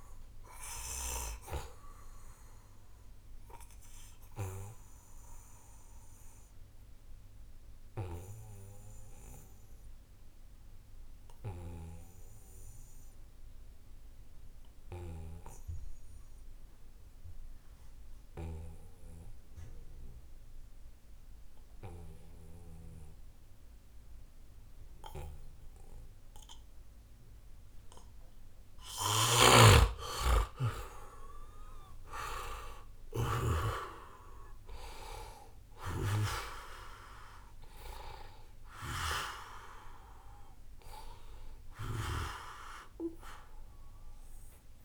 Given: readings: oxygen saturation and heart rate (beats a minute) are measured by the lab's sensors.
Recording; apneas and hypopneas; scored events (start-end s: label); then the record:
breathing in sleep by a room microphone; 1
0.00-14.50 s: oxygen desaturation (device-marked, oxygen 89% lowest, heart rate 70 extreme)
1.00-28.50 s: obstructive apnea (oxygen 97% before, 89% lowest, heart rate 77 before, 70 extreme, up 3 after)
28.50-44.85 s: oxygen desaturation (device-marked, oxygen 97% before, 89% lowest, heart rate 73 before, 68 extreme)
29.50-33.50 s: arousal
From the record:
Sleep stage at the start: N2 (light sleep); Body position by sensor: on the right side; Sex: male